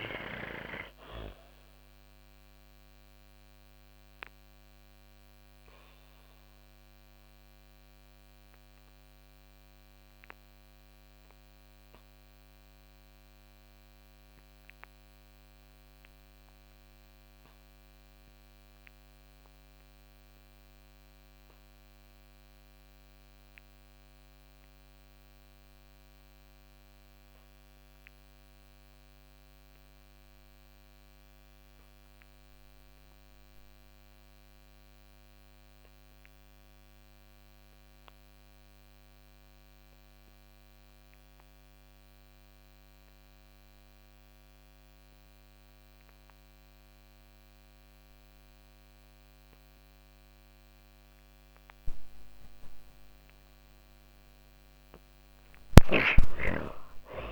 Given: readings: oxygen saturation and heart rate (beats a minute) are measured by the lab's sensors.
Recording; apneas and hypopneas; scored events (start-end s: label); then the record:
breathing in sleep by a microphone on the trachea; 1
0.00-24.00 s: oxygen desaturation (device-marked, oxygen 59% lowest, heart rate 93 extreme)
2.00-52.50 s: obstructive apnea (oxygen 91% before, 57% lowest, heart rate 115 before, 93 extreme, up 18 after)
37.00-57.32 s: oxygen desaturation (device-marked, oxygen 99% before, 57% lowest, heart rate 118 before, 104 extreme)
54.50-57.32 s: arousal
54.50-57.32 s: snoring (device-marked)
From the record:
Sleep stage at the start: N2 (light sleep); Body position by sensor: on the back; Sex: female